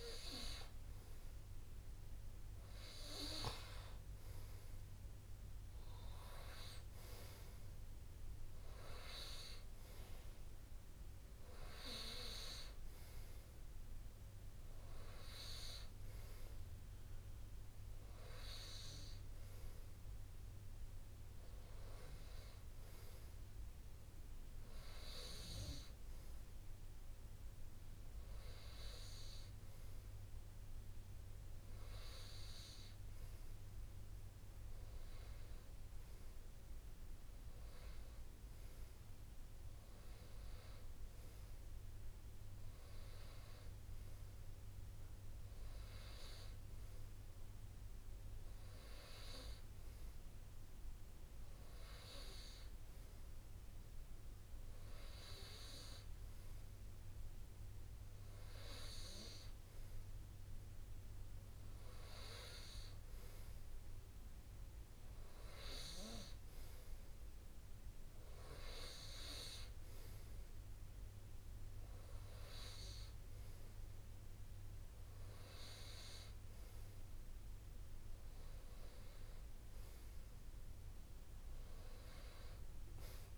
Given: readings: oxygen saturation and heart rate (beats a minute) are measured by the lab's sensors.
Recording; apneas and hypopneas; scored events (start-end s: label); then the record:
breathing in sleep by a room microphone; none
none scored
From the record:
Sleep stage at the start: N2 (light sleep); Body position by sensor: on the right side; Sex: male